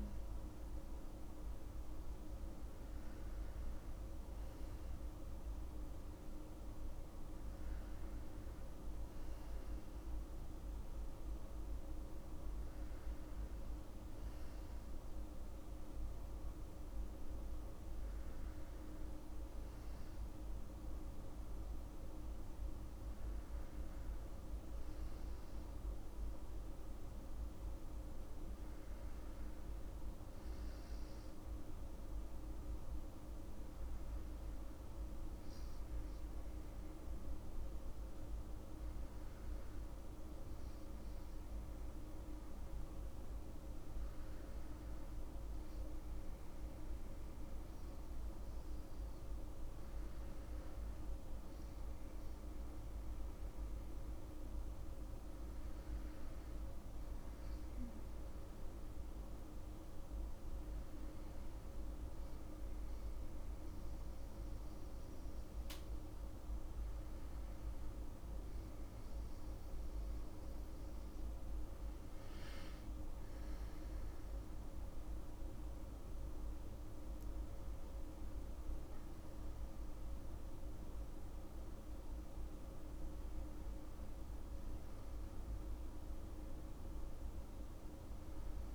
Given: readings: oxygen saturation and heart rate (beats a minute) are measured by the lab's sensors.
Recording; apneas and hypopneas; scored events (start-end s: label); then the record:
a person awake in a sleep study, hard to hear, by a room microphone; none
none scored
From the record:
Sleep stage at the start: awake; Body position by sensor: on the back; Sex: female